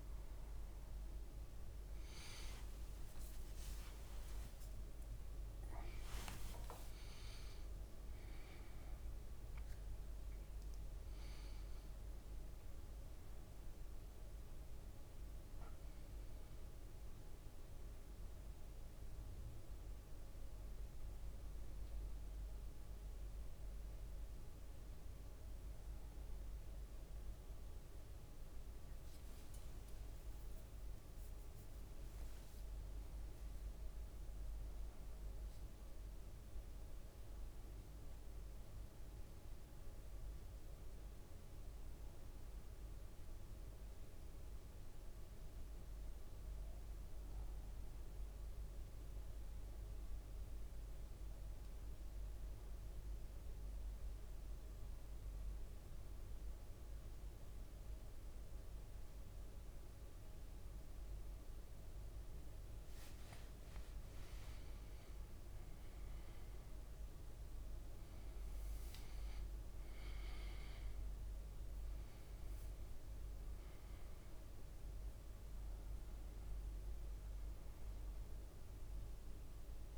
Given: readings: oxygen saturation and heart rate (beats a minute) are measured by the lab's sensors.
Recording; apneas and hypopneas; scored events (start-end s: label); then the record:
a person partly awake in a sleep study, hard to hear, by a room microphone; 1
0.00-27.00 s: oxygen desaturation (device-marked, oxygen 94% lowest, heart rate 55 extreme)
2.00-4.50 s: leg movement (device-marked)
23.00-79.98 s: new sleep stage, N1 (lightest sleep)
31.00-33.00 s: leg movement (device-marked)
50.00-63.00 s: central apnea (oxygen 99% before, 95% lowest, heart rate 60 before, 55 extreme, up 5 after)
62.00-65.00 s: leg movement (device-marked)
66.00-70.50 s: arousal
From the record:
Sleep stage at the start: awake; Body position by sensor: on the back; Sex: male